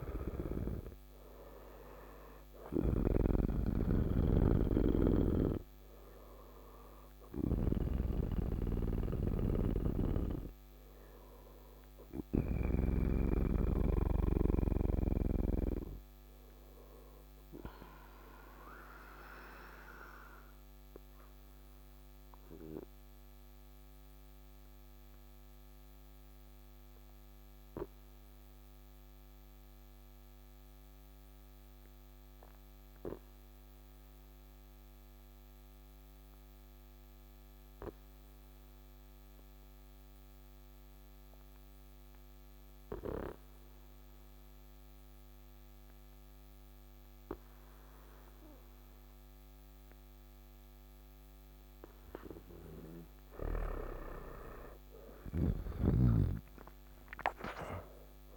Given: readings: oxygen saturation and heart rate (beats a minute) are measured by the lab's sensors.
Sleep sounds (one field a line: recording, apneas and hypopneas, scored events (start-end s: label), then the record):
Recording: breathing in sleep by a microphone on the trachea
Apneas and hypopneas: 1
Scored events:
0.00-17.50 s: oxygen desaturation (device-marked, oxygen 95% lowest, heart rate 54 extreme)
7.00-12.00 s: snoring (device-marked)
17.00-51.50 s: obstructive apnea (oxygen 98% before, 92% lowest, heart rate 63 before, 54 extreme, up 14 after)
37.50-58.37 s: oxygen desaturation (device-marked, oxygen 99% before, 92% lowest, heart rate 57 before, 53 extreme)
53.00-58.00 s: arousal
From the record:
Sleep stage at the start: N2 (light sleep)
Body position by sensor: on the back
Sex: male